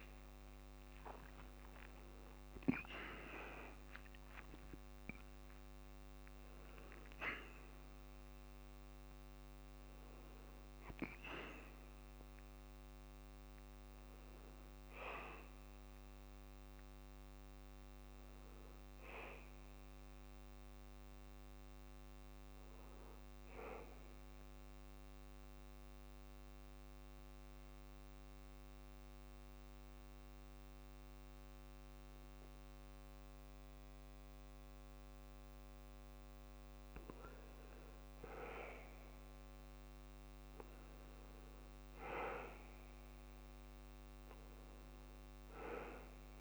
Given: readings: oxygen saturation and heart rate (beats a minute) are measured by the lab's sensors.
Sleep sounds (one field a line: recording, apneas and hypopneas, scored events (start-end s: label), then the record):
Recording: breathing in sleep by a microphone on the trachea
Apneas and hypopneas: 1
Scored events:
11.50-46.41 s: new sleep stage, N2 (light sleep)
23.50-36.00 s: central apnea (oxygen 97% before, 92% lowest, heart rate 65 before, 60 extreme)
39.00-43.00 s: arousal
From the record:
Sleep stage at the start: N1 (lightest sleep)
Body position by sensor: on the back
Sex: male